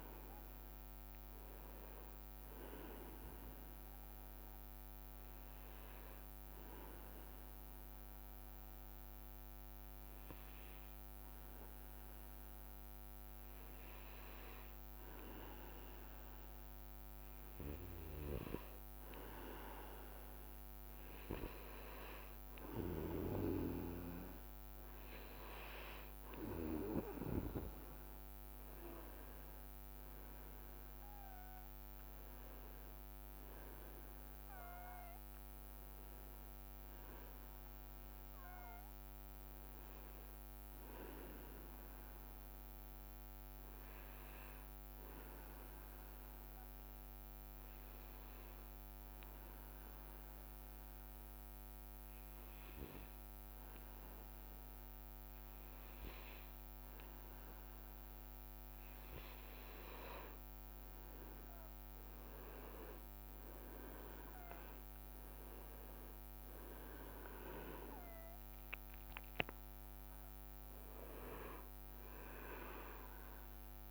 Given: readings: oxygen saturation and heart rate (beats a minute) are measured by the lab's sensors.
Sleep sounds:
breathing in sleep by a microphone on the trachea; 2
0.00-11.00 s: oxygen desaturation (device-marked, oxygen 95% lowest, heart rate 60 extreme)
6.00-20.00 s: hypopnea (oxygen 99% before, 94% lowest, heart rate 64 before, 61 extreme, up 2 after)
20.00-30.00 s: oxygen desaturation (device-marked, oxygen 98% before, 94% lowest, heart rate 63 before, 60 extreme)
23.00-27.00 s: arousal
45.00-57.50 s: obstructive apnea (oxygen 97% before, 94% lowest, heart rate 64 before, 62 extreme, up 5 after)
59.00-73.91 s: oxygen desaturation (device-marked, oxygen 98% before, 94% lowest, heart rate 62 before, 62 extreme)
60.00-65.50 s: arousal
From the record:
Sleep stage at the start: N2 (light sleep); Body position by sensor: on the back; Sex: male

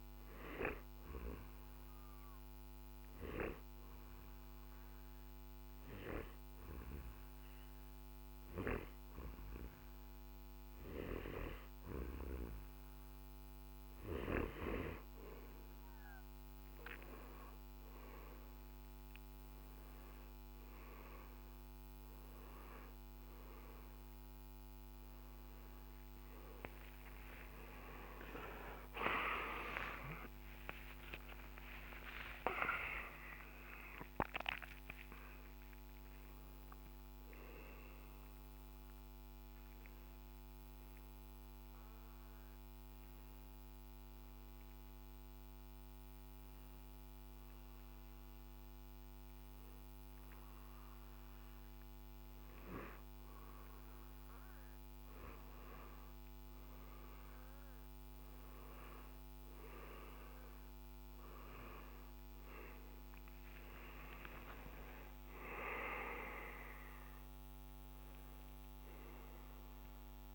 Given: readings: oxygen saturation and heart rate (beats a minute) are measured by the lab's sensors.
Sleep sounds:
breathing in sleep by a microphone on the trachea; 2
0.50-15.00 s: obstructive apnea (oxygen 96% before, 89% lowest, heart rate 58 before, 53 extreme, up 17 after)
18.50-30.50 s: oxygen desaturation (device-marked, oxygen 94% before, 90% lowest, heart rate 55 before, 53 extreme)
27.50-33.50 s: arousal
34.50-36.50 s: long interval between heartbeats (device-marked, heart rate 69 before, 95 extreme)
41.00-54.50 s: obstructive apnea (oxygen 94% before, 89% lowest, heart rate 81 before, 52 extreme, up 5 after)
59.50-69.50 s: oxygen desaturation (device-marked, oxygen 99% before, 92% lowest, heart rate 63 before, 53 extreme)
62.50-67.00 s: arousal
From the record:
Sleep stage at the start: N2 (light sleep); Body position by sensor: on the right side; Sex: male

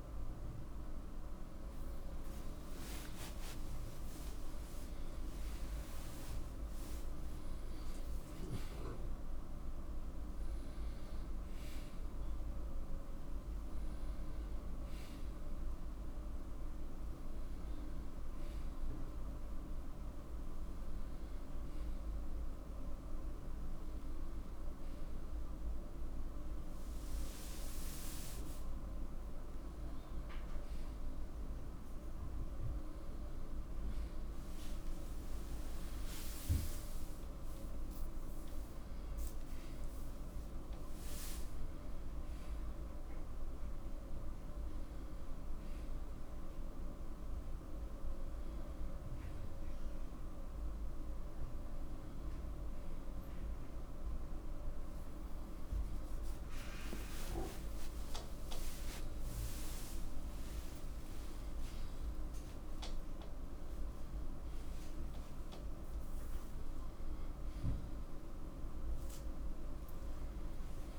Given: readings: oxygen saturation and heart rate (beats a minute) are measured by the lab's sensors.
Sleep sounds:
a person partly awake in a sleep study, hard to hear, by a room microphone; none
0.00-3.00 s: oxygen desaturation (device-marked, oxygen 94% lowest, heart rate 82 extreme)
5.00-29.00 s: oxygen desaturation (device-marked, oxygen 97% before, 91% lowest, heart rate 65 before, 79 extreme)
8.00-70.99 s: new sleep stage, N1 (lightest sleep)
56.50-62.00 s: arousal
From the record:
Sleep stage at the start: awake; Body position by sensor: on the right side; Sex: male

